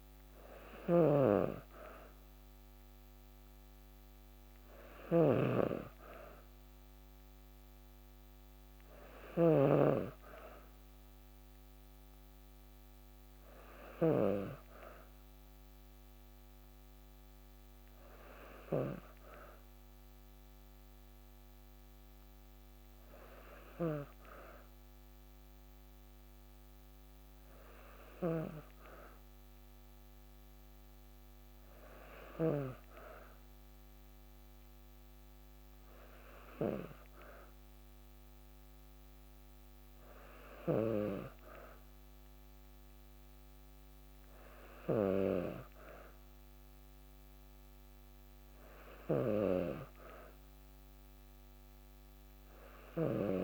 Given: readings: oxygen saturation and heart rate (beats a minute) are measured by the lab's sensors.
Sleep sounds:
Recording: breathing in sleep by a microphone on the trachea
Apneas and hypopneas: none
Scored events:
0.00-32.00 s: snoring (device-marked)
48.50-53.44 s: snoring (device-marked)
From the record:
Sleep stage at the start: N2 (light sleep)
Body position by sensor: on the back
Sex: female

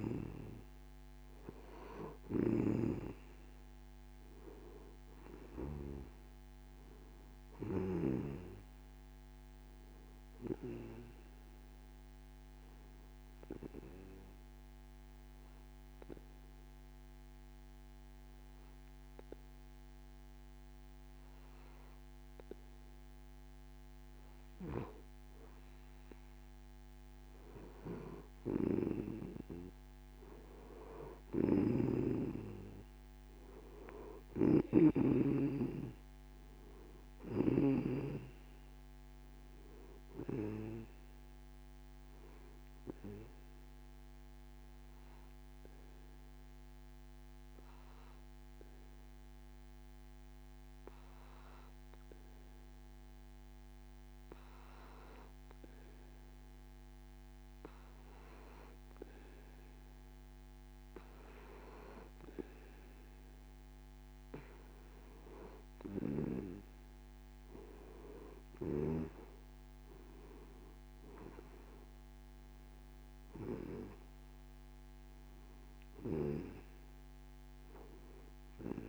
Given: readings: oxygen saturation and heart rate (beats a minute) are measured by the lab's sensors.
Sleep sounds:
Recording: breathing in sleep by a microphone on the trachea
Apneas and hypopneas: 2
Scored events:
2.00-78.89 s: new sleep stage, N2 (light sleep)
11.00-24.50 s: obstructive apnea (oxygen 95% before, 91% lowest)
26.00-28.50 s: arousal
44.50-58.50 s: obstructive apnea (oxygen 95% before, 91% lowest)
62.50-65.50 s: arousal
66.00-76.00 s: oxygen desaturation (device-marked, oxygen 94% before, 91% lowest)
From the record:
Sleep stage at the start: N3 (deep sleep)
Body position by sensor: on the back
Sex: male

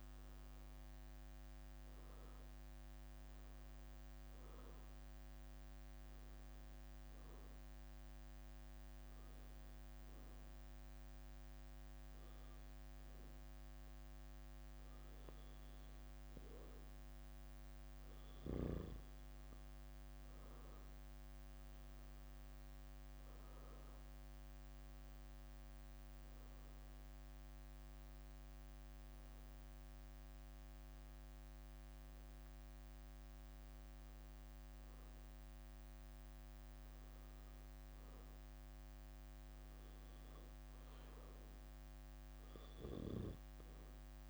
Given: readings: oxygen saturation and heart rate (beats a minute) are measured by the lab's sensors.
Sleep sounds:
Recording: breathing in sleep, hard to hear, by a microphone on the trachea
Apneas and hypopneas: 2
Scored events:
6.00-17.00 s: obstructive apnea (oxygen 93% before, 89% lowest, heart rate 74 before, 68 extreme, up 8 after)
17.00-19.50 s: leg movement (device-marked)
19.50-23.50 s: arousal
23.50-29.00 s: leg movement (device-marked)
25.00-41.00 s: oxygen desaturation (device-marked, oxygen 93% before, 89% lowest, heart rate 72 before, 70 extreme)
27.50-38.50 s: obstructive apnea (oxygen 93% before, 89% lowest, heart rate 72 before, 70 extreme, up 4 after)
30.50-37.50 s: leg movement (device-marked)
From the record:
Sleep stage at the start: N2 (light sleep)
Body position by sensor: on the back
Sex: female

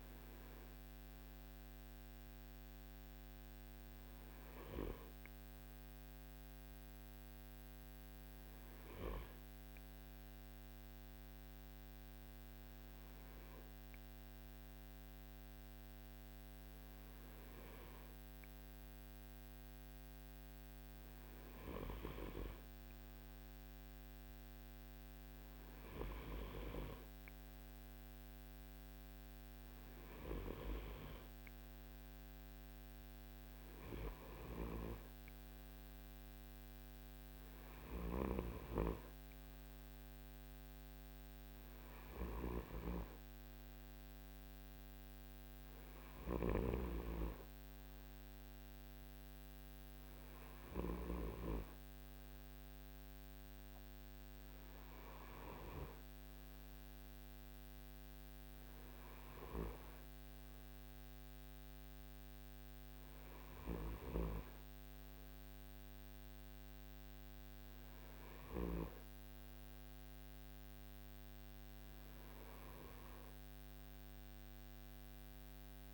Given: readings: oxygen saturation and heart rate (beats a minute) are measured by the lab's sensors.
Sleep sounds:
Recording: breathing in sleep by a microphone on the trachea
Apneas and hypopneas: none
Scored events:
none scored
From the record:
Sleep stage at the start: N2 (light sleep)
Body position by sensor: on the right side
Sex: male

